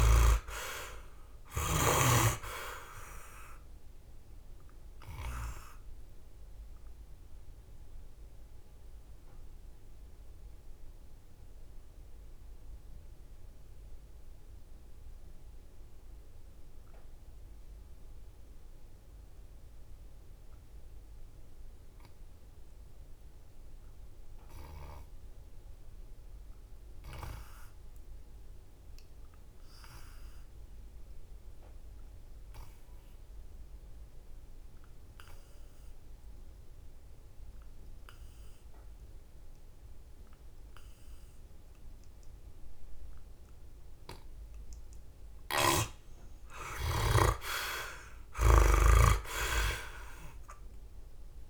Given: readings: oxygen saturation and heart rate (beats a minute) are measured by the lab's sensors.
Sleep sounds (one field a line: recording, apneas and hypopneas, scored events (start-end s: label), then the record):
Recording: breathing in sleep by a room microphone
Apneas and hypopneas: 1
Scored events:
0.00-18.00 s: oxygen desaturation (device-marked, oxygen 56% lowest, heart rate 62 extreme)
4.00-44.00 s: mixed apnea (oxygen 84% before, 56% lowest, heart rate 78 before, 62 extreme, up 21 after)
27.00-51.50 s: oxygen desaturation (device-marked, oxygen 95% before, 57% lowest, heart rate 66 before, 64 extreme)
45.00-48.50 s: snoring (device-marked)
46.00-49.50 s: arousal
From the record:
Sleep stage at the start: N2 (light sleep)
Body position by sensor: on the back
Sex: male